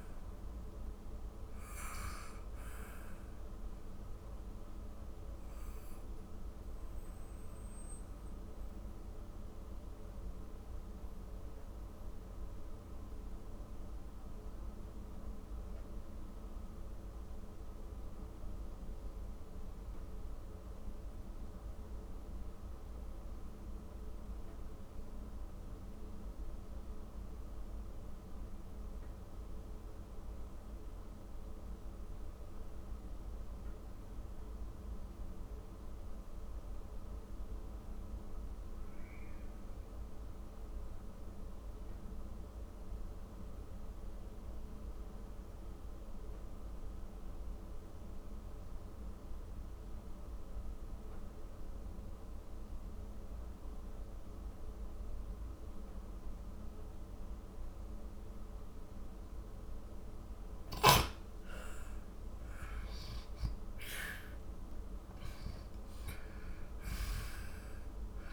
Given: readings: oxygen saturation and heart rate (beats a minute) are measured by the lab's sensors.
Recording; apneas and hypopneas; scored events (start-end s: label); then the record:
breathing in sleep, hard to hear, by a room microphone; 1
0.00-19.50 s: oxygen desaturation (device-marked, oxygen 89% lowest, heart rate 48 extreme)
4.50-59.00 s: mixed apnea (oxygen 97% before, 87% lowest, heart rate 68 before, 47 extreme, up 23 after)
57.50-68.33 s: oxygen desaturation (device-marked, oxygen 97% before, 87% lowest, heart rate 54 before, 48 extreme)
60.50-65.50 s: arousal
From the record:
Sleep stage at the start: N2 (light sleep); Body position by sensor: on the back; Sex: male